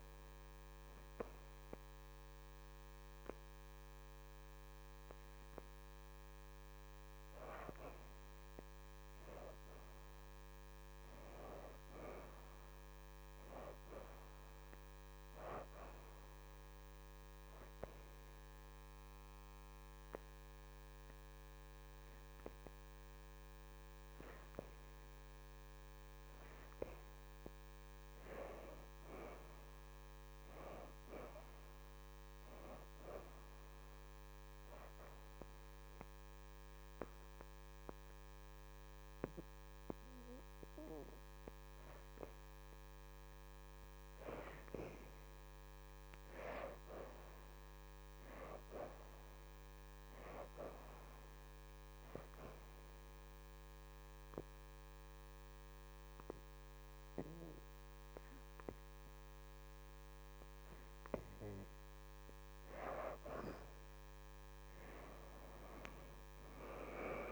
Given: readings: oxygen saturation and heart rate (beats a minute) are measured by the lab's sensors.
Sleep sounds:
breathing in sleep by a microphone on the trachea; 3
0.00-1.50 s: arousal
0.50-13.50 s: oxygen desaturation (device-marked, oxygen 79% before, 65% lowest, heart rate 83 before, 78 extreme)
15.50-32.50 s: oxygen desaturation (device-marked, oxygen 83% before, 64% lowest, heart rate 82 before, 76 extreme)
16.00-27.00 s: hypopnea (oxygen 83% before, 59% lowest, heart rate 82 before, 76 extreme, up 5 after)
29.00-32.00 s: arousal
34.50-44.50 s: hypopnea (oxygen 83% before, 58% lowest, heart rate 81 before, 76 extreme, up 3 after)
34.50-51.50 s: oxygen desaturation (device-marked, oxygen 79% before, 63% lowest, heart rate 81 before, 76 extreme)
46.50-49.50 s: arousal
53.00-63.00 s: obstructive apnea (oxygen 79% before, 58% lowest, heart rate 81 before, 76 extreme, up 5 after)
53.50-66.50 s: oxygen desaturation (device-marked, oxygen 79% before, 64% lowest, heart rate 81 before, 76 extreme)
65.00-67.32 s: arousal
From the record:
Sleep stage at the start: N2 (light sleep); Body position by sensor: on the back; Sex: female

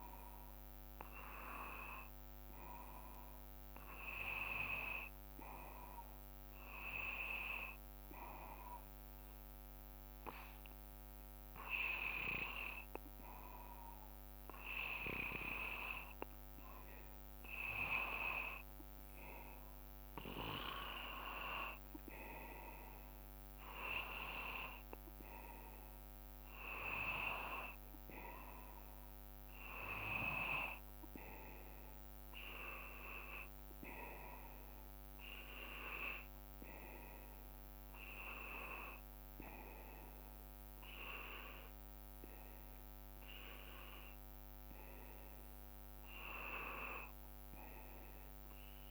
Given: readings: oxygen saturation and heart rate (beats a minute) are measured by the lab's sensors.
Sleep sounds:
breathing in sleep by a microphone on the trachea; none
45.00-48.90 s: arousal
From the record:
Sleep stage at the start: N2 (light sleep); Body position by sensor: on the back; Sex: male

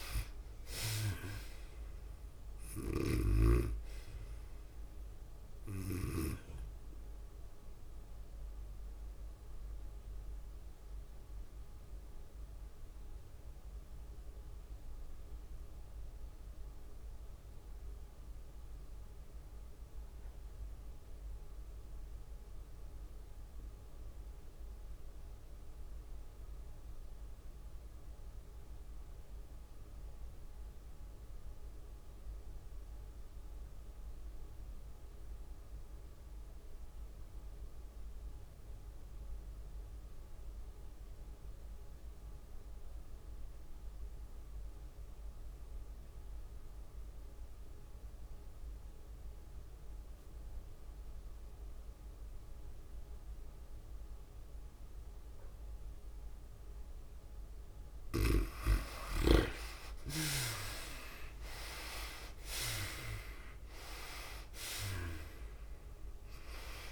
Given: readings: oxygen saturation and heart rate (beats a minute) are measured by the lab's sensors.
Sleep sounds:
breathing in sleep by a room microphone; 1
0.00-1.50 s: arousal
0.00-13.50 s: tachycardia (device-marked, heart rate 105 extreme)
0.00-14.50 s: oxygen desaturation (device-marked, oxygen 79% lowest, heart rate 89 extreme)
3.50-7.00 s: snoring (device-marked)
8.50-57.50 s: obstructive apnea (oxygen 99% before, 62% lowest, heart rate 102 before, 60 extreme, up 39 after)
19.50-66.91 s: oxygen desaturation (device-marked, oxygen 97% before, 62% lowest, heart rate 103 before, 60 extreme)
38.00-40.00 s: long interval between heartbeats (device-marked, heart rate 94 before, 89 extreme)
60.00-65.00 s: arousal
62.50-66.91 s: drop in pulse transit time (device-marked, heart rate 66 before, 84 extreme)
62.50-66.91 s: tachycardia (device-marked, heart rate 96 before, 114 extreme)
From the record:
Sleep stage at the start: REM sleep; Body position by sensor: on the back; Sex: female

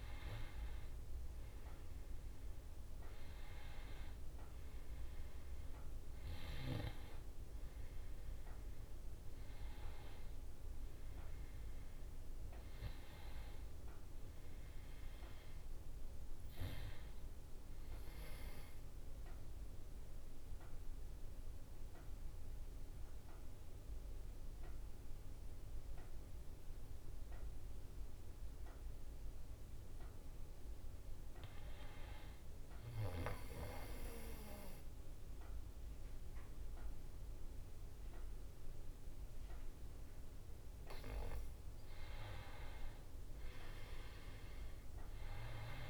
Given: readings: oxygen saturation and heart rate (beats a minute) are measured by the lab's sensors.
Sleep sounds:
breathing in sleep by a room microphone; 1
2.00-21.00 s: oxygen desaturation (device-marked, oxygen 97% before, 92% lowest, heart rate 66 before, 58 extreme)
18.00-30.50 s: obstructive apnea (oxygen 97% before, 91% lowest, heart rate 67 before, 58 extreme, up 1 after)
32.50-36.00 s: arousal
39.00-45.90 s: oxygen desaturation (device-marked, oxygen 97% before, 93% lowest, heart rate 65 before, 61 extreme)
From the record:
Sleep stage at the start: N2 (light sleep); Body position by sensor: on the back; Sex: male

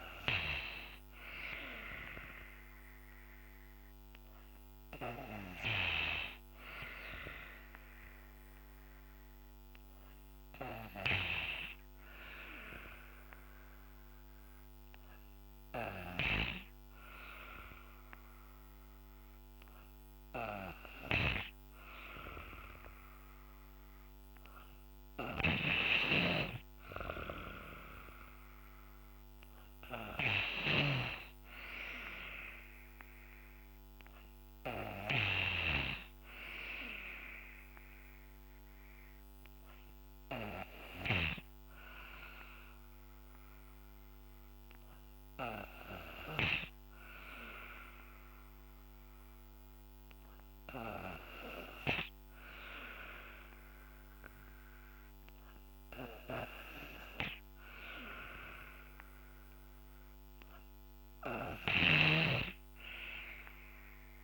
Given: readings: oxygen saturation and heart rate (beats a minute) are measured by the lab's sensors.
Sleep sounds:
breathing in sleep by a microphone on the trachea; none
none scored
From the record:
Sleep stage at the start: N2 (light sleep); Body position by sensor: on the back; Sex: female

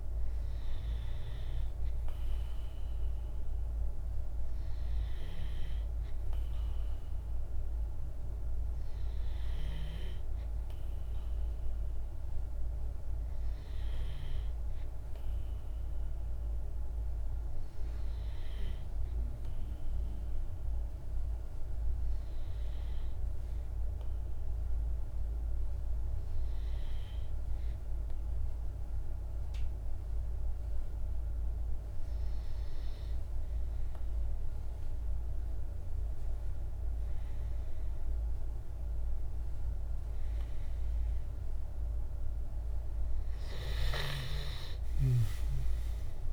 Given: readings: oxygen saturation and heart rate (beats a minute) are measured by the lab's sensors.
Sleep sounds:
breathing in sleep, hard to hear, by a room microphone; 1
16.50-30.50 s: hypopnea (oxygen 98% before, 92% lowest, heart rate 50 before, 49 extreme, up 5 after)
32.00-36.50 s: arousal
From the record:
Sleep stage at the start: N2 (light sleep); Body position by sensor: on the back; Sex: male

